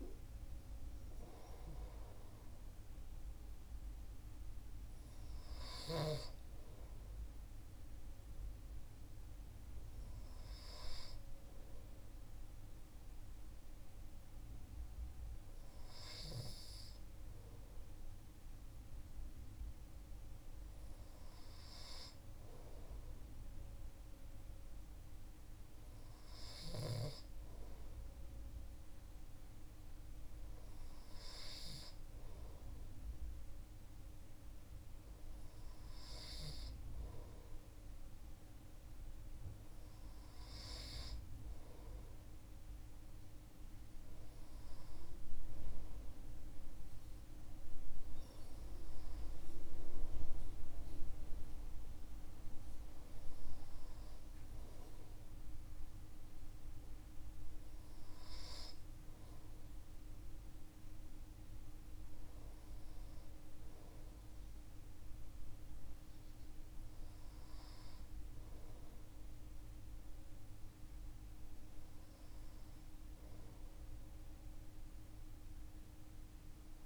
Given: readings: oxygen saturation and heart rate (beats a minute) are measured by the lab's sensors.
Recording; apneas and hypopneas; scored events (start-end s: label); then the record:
breathing in sleep by a room microphone; none
none scored
From the record:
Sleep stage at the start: N2 (light sleep); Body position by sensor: on the right side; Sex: male